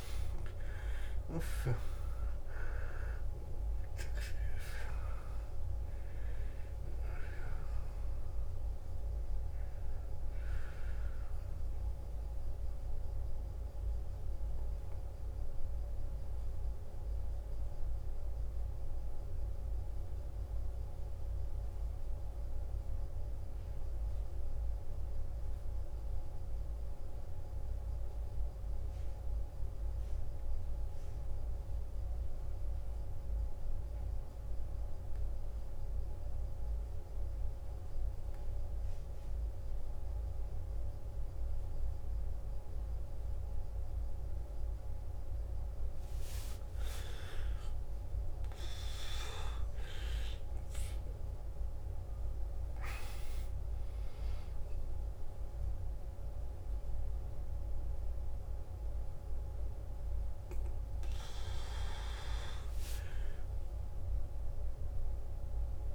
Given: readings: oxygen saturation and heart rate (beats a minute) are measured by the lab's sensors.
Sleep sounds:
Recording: breathing in sleep by a room microphone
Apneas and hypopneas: 1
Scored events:
0.00-1.00 s: arousal
0.00-25.00 s: oxygen desaturation (device-marked, oxygen 90% lowest, heart rate 53 extreme)
15.00-46.50 s: obstructive apnea (oxygen 97% before, 89% lowest, heart rate 64 before, 53 extreme, up 13 after)
40.00-65.95 s: oxygen desaturation (device-marked, oxygen 97% before, 89% lowest, heart rate 54 before, 53 extreme)
47.50-52.50 s: arousal
From the record:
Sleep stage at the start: N2 (light sleep)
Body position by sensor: on the back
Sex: male

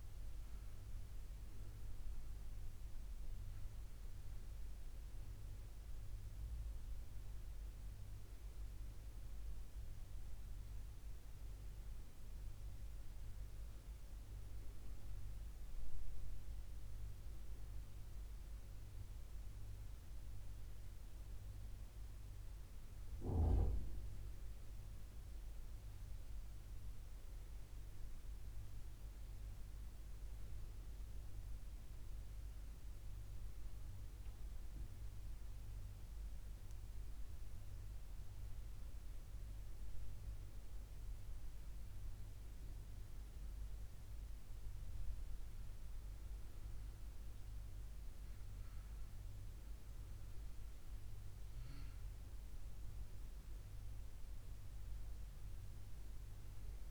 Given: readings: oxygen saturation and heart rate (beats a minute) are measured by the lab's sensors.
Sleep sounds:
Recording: breathing in sleep, hard to hear, by a room microphone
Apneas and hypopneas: none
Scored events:
none scored
From the record:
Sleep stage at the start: N2 (light sleep)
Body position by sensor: on the left side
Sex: male

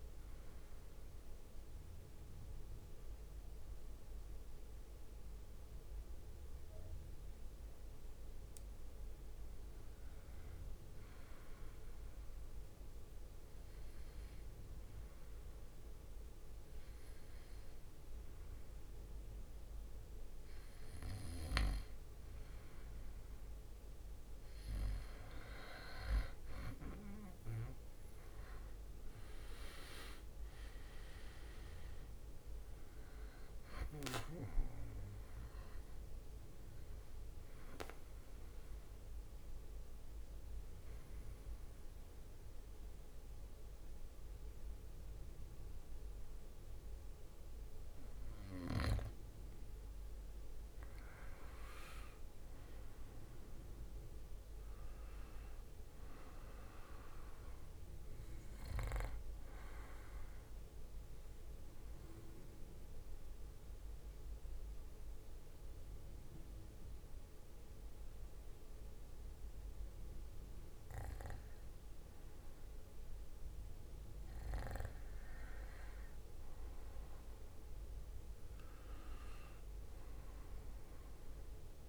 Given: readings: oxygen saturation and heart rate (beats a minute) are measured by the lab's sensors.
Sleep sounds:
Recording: breathing in sleep by a room microphone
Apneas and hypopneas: 3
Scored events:
0.00-6.00 s: oxygen desaturation (device-marked, oxygen 92% lowest, heart rate 53 extreme)
0.50-25.50 s: mixed apnea (oxygen 98% before, 92% lowest, heart rate 65 before, 54 extreme, up 10 after)
25.00-47.00 s: oxygen desaturation (device-marked, oxygen 98% before, 93% lowest, heart rate 58 before, 56 extreme)
29.50-32.50 s: arousal
36.50-48.00 s: obstructive apnea (oxygen 98% before, 93% lowest, heart rate 62 before, 56 extreme, up 11 after)
50.50-54.50 s: arousal
58.50-73.50 s: mixed apnea (oxygen 97% before, 94% lowest, heart rate 63 before, 56 extreme, up 14 after)
77.00-81.00 s: arousal
From the record:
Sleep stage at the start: N2 (light sleep)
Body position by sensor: on the back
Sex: male

